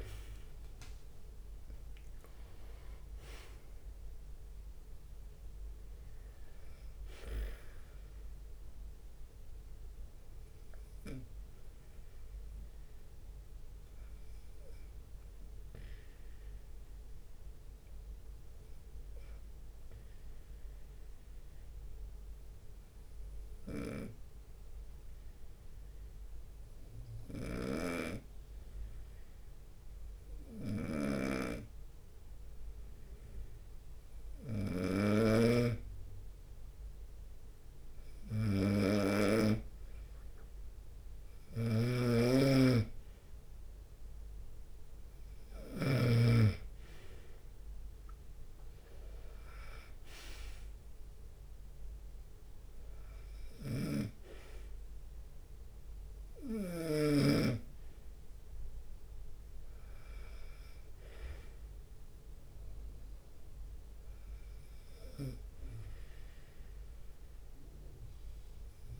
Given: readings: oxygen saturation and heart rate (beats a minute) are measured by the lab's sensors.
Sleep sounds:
breathing in sleep by a room microphone; 1
0.00-18.50 s: oxygen desaturation (device-marked, oxygen 91% lowest, heart rate 69 extreme)
17.50-36.00 s: obstructive apnea (oxygen 97% before, 92% lowest, heart rate 74 before, 69 extreme, up 4 after)
24.00-46.50 s: snoring (device-marked)
33.00-35.00 s: leg movement (device-marked)
37.00-39.50 s: leg movement (device-marked)
38.50-43.50 s: arousal
38.50-69.00 s: oxygen desaturation (device-marked, oxygen 98% before, 93% lowest, heart rate 71 before, 70 extreme)
40.50-44.00 s: leg movement (device-marked)
45.00-48.50 s: leg movement (device-marked)
49.50-53.50 s: leg movement (device-marked)
54.00-57.50 s: snoring (device-marked)
65.50-69.00 s: snoring (device-marked)
From the record:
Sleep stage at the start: N2 (light sleep); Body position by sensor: on the right side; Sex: male

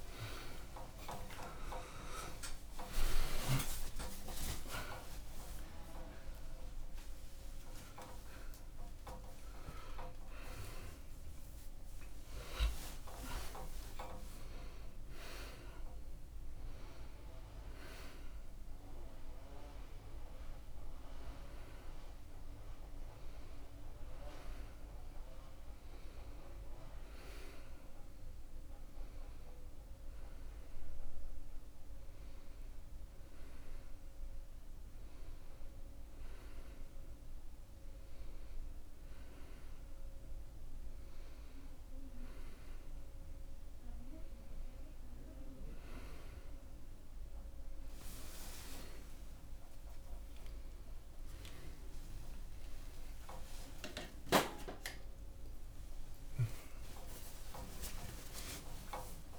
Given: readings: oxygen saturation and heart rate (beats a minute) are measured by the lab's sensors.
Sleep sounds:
a person awake in a sleep study, by a room microphone; none
none scored
From the record:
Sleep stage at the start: awake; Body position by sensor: on the back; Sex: male

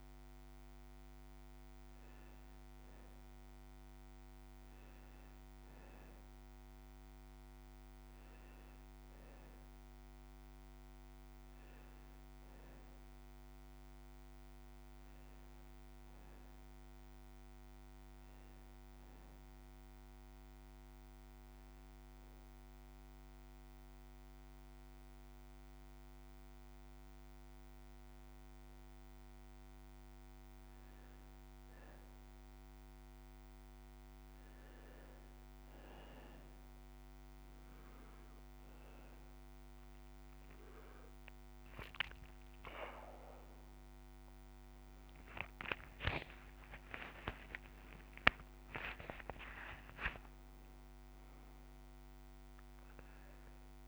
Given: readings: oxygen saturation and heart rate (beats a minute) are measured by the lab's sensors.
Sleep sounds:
breathing in sleep by a microphone on the trachea; 1
19.50-30.00 s: obstructive apnea (oxygen 94% before, 91% lowest, heart rate 70 before, 64 extreme, up 10 after)
35.50-40.50 s: arousal
From the record:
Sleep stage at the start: N1 (lightest sleep); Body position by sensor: on the back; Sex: male

